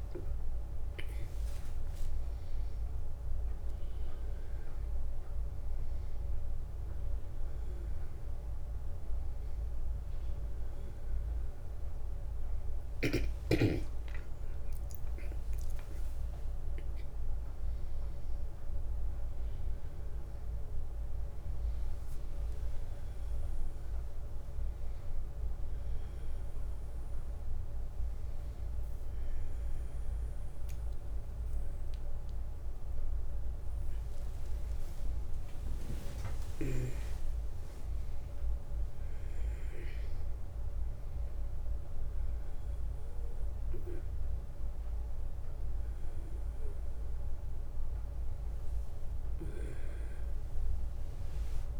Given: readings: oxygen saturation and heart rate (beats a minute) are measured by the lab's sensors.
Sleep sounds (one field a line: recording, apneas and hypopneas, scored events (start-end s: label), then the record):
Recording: a person awake in a sleep study, hard to hear, by a room microphone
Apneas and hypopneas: none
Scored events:
none scored
From the record:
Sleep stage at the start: awake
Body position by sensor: on the back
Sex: male